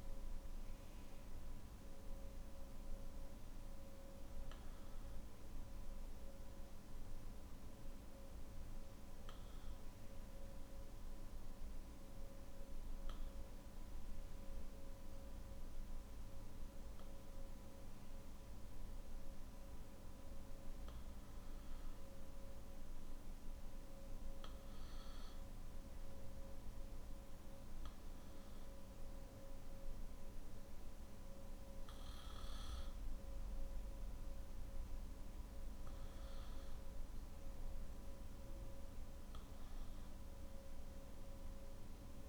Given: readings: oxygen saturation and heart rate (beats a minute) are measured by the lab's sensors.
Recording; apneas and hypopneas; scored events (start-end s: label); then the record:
breathing in sleep, hard to hear, by a room microphone; 1
0.00-2.00 s: oxygen desaturation (device-marked, oxygen 93% lowest, heart rate 52 extreme)
2.00-16.00 s: hypopnea (oxygen 97% before, 93% lowest, heart rate 58 before, 52 extreme, up 2 after)
From the record:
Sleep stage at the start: N3 (deep sleep); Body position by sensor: on the back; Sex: male